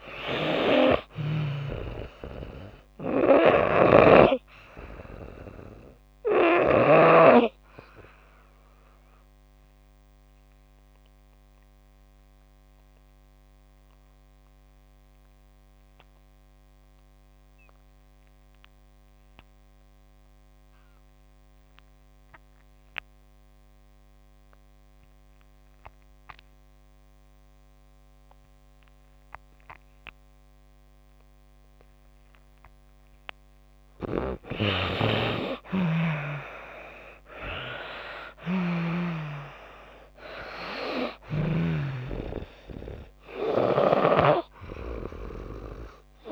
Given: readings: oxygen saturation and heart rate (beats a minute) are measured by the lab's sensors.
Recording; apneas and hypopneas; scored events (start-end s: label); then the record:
breathing in sleep by a microphone on the trachea; 1
0.00-27.50 s: oxygen desaturation (device-marked, oxygen 84% lowest)
7.00-34.00 s: obstructive apnea (oxygen 97% before, 84% lowest)
36.00-40.50 s: arousal
36.50-46.32 s: oxygen desaturation (device-marked, oxygen 97% before, 84% lowest)
38.00-41.50 s: snoring (device-marked)
From the record:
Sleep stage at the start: N2 (light sleep); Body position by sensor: on the back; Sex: female